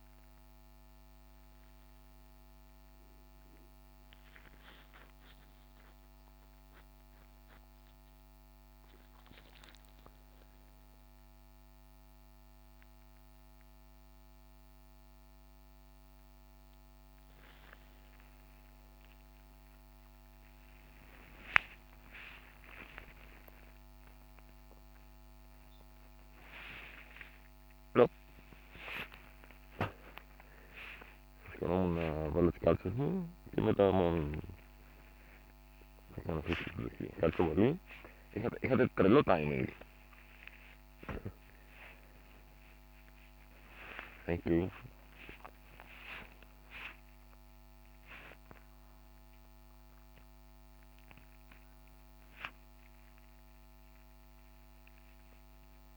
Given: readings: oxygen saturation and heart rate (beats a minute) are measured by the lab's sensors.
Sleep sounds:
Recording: a person awake in a sleep study, by a microphone on the trachea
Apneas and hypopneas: none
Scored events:
none scored
From the record:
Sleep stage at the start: awake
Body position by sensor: on the back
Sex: male

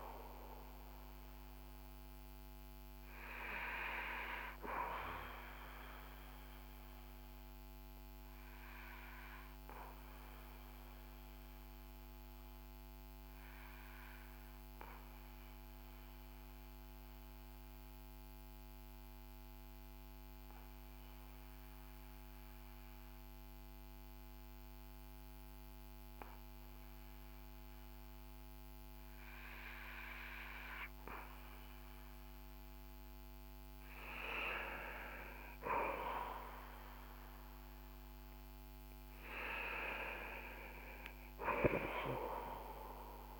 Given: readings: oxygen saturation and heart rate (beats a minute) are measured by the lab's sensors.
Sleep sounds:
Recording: breathing in sleep by a microphone on the trachea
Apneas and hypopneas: 1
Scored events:
0.00-13.00 s: oxygen desaturation (device-marked, oxygen 90% lowest, heart rate 50 extreme)
7.00-33.00 s: obstructive apnea (oxygen 96% before, 90% lowest, heart rate 59 before, 49 extreme, up 3 after)
34.00-38.00 s: arousal
From the record:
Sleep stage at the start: N2 (light sleep)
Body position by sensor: on the back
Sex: male

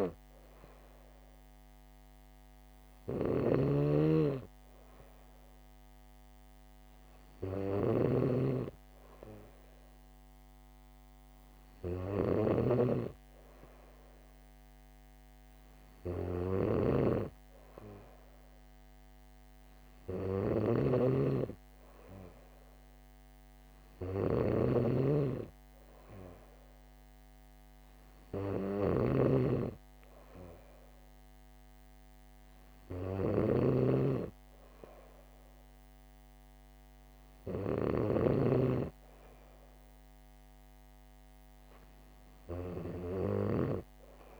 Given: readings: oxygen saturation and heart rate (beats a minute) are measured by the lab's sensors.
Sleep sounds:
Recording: breathing in sleep by a microphone on the trachea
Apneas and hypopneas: none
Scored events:
0.00-38.50 s: snoring (device-marked)
From the record:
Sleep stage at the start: N3 (deep sleep)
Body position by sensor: on the back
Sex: female

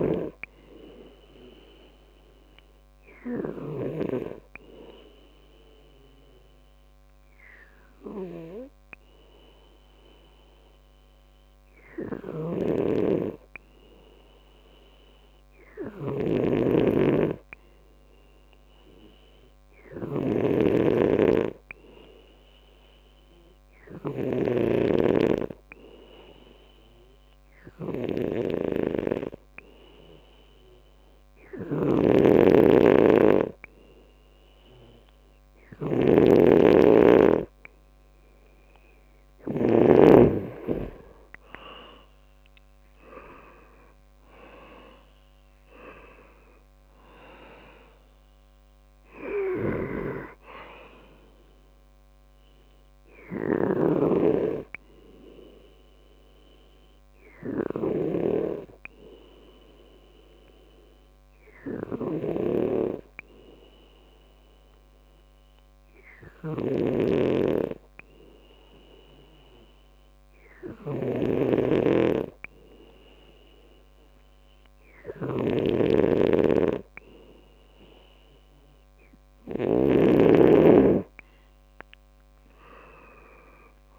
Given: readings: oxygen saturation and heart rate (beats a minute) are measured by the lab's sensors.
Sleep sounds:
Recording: breathing in sleep by a microphone on the trachea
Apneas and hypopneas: 2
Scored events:
0.00-1.00 s: oxygen desaturation (device-marked, oxygen 92% lowest, heart rate 60 extreme)
12.50-20.50 s: snoring (device-marked)
23.50-36.50 s: hypopnea (oxygen 94% before, 92% lowest, heart rate 64 before, 61 extreme, up 6 after)
31.50-40.00 s: snoring (device-marked)
37.00-71.00 s: oxygen desaturation (device-marked, oxygen 98% before, 92% lowest, heart rate 66 before, 61 extreme)
41.50-46.00 s: arousal
57.50-79.50 s: hypopnea (oxygen 98% before, 92% lowest, heart rate 70 before, 62 extreme, up 9 after)
71.50-80.00 s: snoring (device-marked)
81.50-83.99 s: arousal
From the record:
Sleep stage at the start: N2 (light sleep)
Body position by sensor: on the left side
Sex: male

